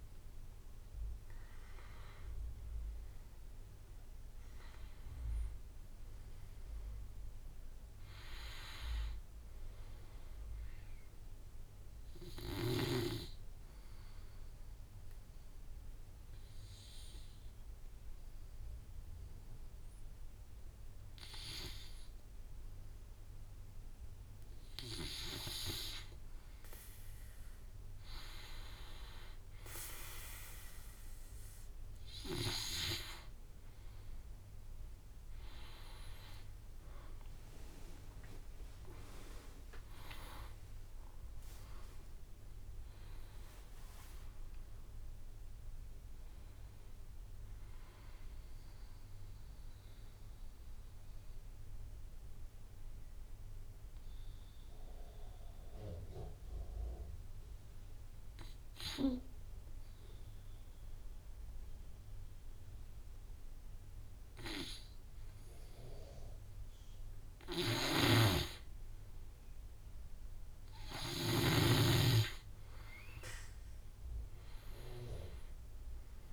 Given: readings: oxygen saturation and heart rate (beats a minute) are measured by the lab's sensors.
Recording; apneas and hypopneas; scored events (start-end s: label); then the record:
breathing in sleep by a room microphone; 2
0.00-9.50 s: oxygen desaturation (device-marked, oxygen 89% lowest, heart rate 48 extreme)
1.50-15.50 s: drop in pulse transit time (device-marked, heart rate 56 before, 53 extreme)
13.50-24.50 s: obstructive apnea (oxygen 96% before, 88% lowest, heart rate 61 before, 48 extreme, up 14 after)
33.50-38.00 s: arousal
36.50-52.50 s: drop in pulse transit time (device-marked, heart rate 55 before, 56 extreme)
38.50-49.50 s: oxygen desaturation (device-marked, oxygen 97% before, 92% lowest, heart rate 56 before, 48 extreme)
49.50-65.50 s: hypopnea (oxygen 98% before, 88% lowest, heart rate 65 before, 49 extreme, up 6 after)
65.50-76.33 s: oxygen desaturation (device-marked, oxygen 98% before, 88% lowest, heart rate 56 before, 49 extreme)
68.50-72.50 s: arousal
74.50-76.33 s: drop in pulse transit time (device-marked, heart rate 53 before, 49 extreme)
From the record:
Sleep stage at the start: N2 (light sleep); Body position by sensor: on the back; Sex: male